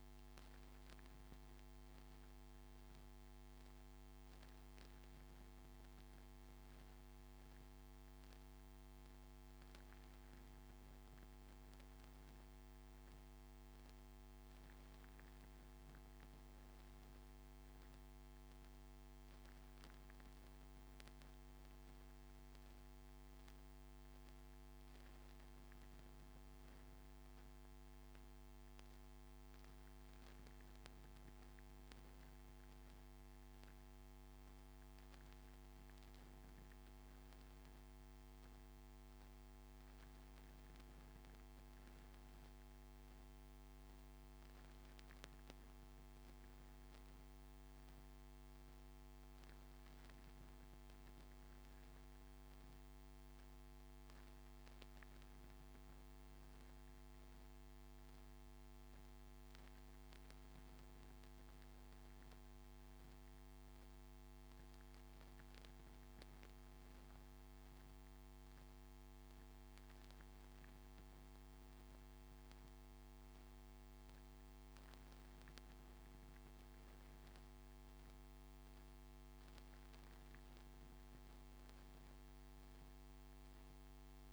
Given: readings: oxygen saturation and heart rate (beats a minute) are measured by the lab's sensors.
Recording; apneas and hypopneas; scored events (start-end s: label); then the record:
breathing in sleep, hard to hear, by a microphone on the trachea; none
21.50-84.33 s: new sleep stage, N3 (deep sleep)
From the record:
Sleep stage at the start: N2 (light sleep); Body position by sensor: on the front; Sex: male